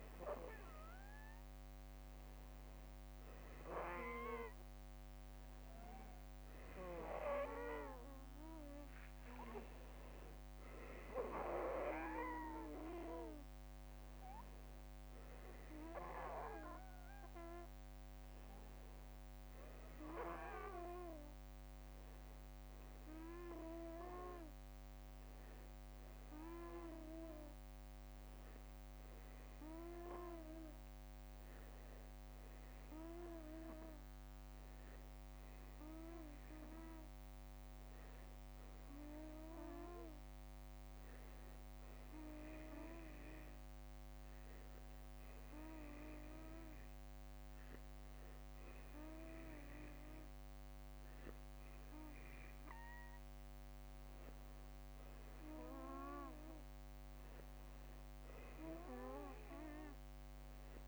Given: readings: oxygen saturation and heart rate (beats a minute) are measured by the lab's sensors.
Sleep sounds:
breathing in sleep by a microphone on the trachea; none
2.00-21.00 s: oxygen desaturation (device-marked, oxygen 94% before, 90% lowest, heart rate 57 before, 49 extreme)
21.00-23.00 s: long interval between heartbeats (device-marked, heart rate 59 before, 67 extreme)
25.50-29.50 s: arousal
55.00-60.88 s: oxygen desaturation (device-marked, oxygen 95% before, 91% lowest, heart rate 63 before, 47 extreme)
From the record:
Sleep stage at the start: N2 (light sleep); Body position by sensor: on the back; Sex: male

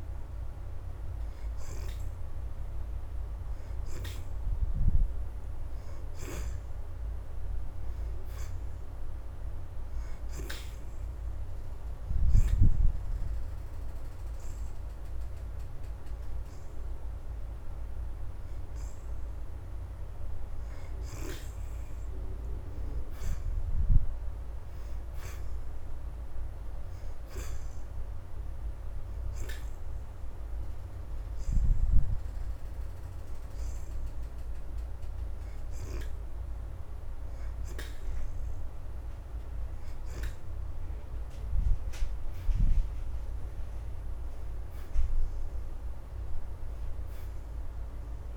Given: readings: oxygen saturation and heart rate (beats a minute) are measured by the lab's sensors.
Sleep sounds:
breathing in sleep by a room microphone; none
0.00-7.50 s: oxygen desaturation (device-marked, oxygen 61% lowest, heart rate 81 extreme)
13.50-27.50 s: oxygen desaturation (device-marked, oxygen 73% before, 62% lowest, heart rate 84 before, 81 extreme)
33.50-48.37 s: oxygen desaturation (device-marked, oxygen 71% before, 60% lowest, heart rate 85 before, 81 extreme)
From the record:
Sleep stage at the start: N2 (light sleep); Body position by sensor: on the back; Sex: female

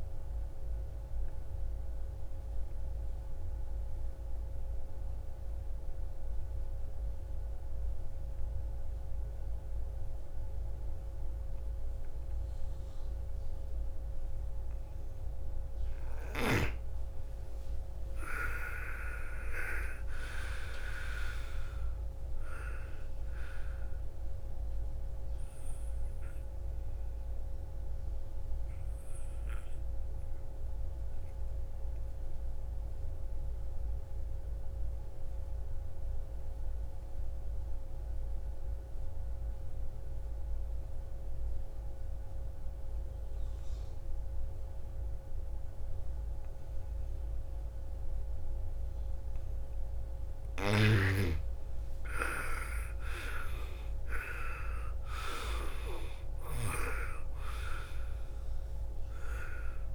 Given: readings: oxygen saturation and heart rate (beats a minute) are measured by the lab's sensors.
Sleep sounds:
breathing in sleep by a room microphone; 2
0.00-6.50 s: oxygen desaturation (device-marked, oxygen 84% lowest, heart rate 37 extreme)
3.00-15.50 s: obstructive apnea (oxygen 99% before, 82% lowest, heart rate 57 before, 37 extreme, up 30 after)
18.00-22.00 s: arousal
18.50-44.50 s: oxygen desaturation (device-marked, oxygen 99% before, 88% lowest, heart rate 52 before, 37 extreme)
29.00-49.00 s: obstructive apnea (oxygen 99% before, 82% lowest, heart rate 56 before, 37 extreme, up 24 after)
50.50-55.00 s: arousal
50.50-59.95 s: oxygen desaturation (device-marked, oxygen 98% before, 82% lowest, heart rate 48 before, 53 extreme)
From the record:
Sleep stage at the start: N2 (light sleep); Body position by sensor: on the front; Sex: female

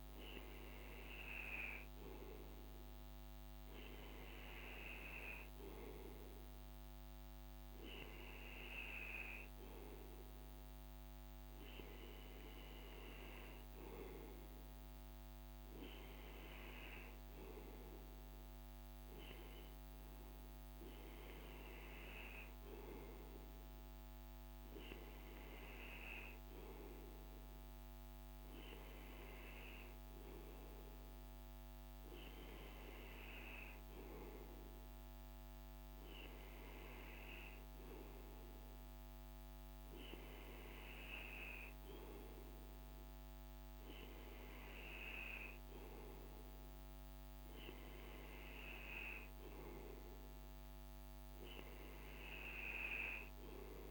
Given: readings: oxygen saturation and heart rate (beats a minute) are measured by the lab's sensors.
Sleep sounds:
breathing in sleep by a microphone on the trachea; none
none scored
From the record:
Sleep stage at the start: N2 (light sleep); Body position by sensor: on the right side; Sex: male

